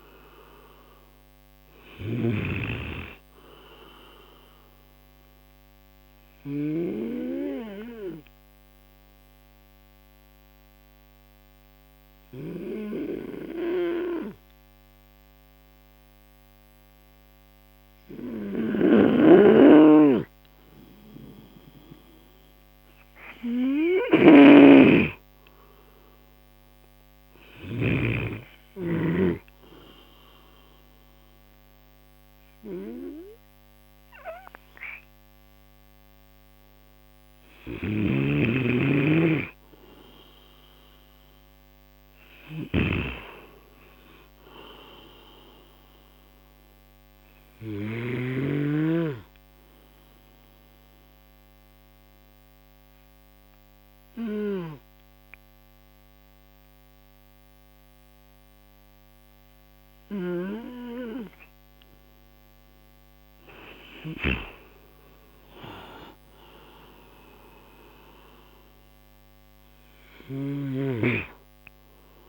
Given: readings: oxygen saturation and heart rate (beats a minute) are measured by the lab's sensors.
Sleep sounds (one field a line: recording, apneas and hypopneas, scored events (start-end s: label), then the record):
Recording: breathing in sleep by a microphone on the trachea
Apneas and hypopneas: 3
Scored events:
0.00-22.00 s: oxygen desaturation (device-marked, oxygen 88% lowest)
5.00-20.50 s: obstructive apnea (oxygen 97% before, 88% lowest)
24.00-27.00 s: arousal
25.00-30.00 s: snoring (device-marked)
30.00-40.00 s: obstructive apnea (oxygen 97% before, 90% lowest)
31.00-42.00 s: oxygen desaturation (device-marked, oxygen 97% before, 90% lowest)
38.50-43.50 s: snoring (device-marked)
41.00-43.50 s: arousal
47.00-62.50 s: obstructive apnea (oxygen 97% before, 88% lowest)
48.00-54.00 s: oxygen desaturation (device-marked, oxygen 95% before, 91% lowest)
65.50-68.50 s: arousal
From the record:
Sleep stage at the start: N2 (light sleep)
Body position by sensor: on the right side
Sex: male